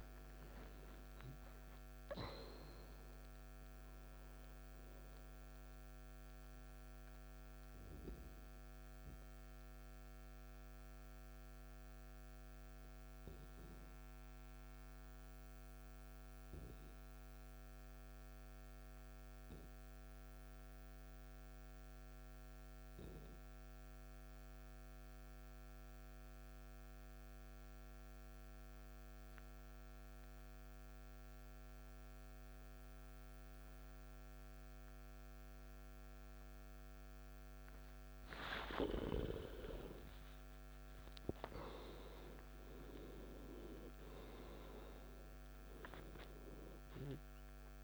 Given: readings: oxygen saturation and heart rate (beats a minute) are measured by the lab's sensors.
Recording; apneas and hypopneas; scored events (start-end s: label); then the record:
breathing in sleep by a microphone on the trachea; 1
0.00-21.50 s: oxygen desaturation (device-marked, oxygen 88% lowest, heart rate 57 extreme)
9.00-39.50 s: obstructive apnea (oxygen 97% before, 88% lowest, heart rate 65 before, 57 extreme, up 15 after)
33.50-47.84 s: oxygen desaturation (device-marked, oxygen 98% before, 88% lowest, heart rate 58 before, 56 extreme)
40.00-44.00 s: arousal
From the record:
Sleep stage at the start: N2 (light sleep); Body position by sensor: on the back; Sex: male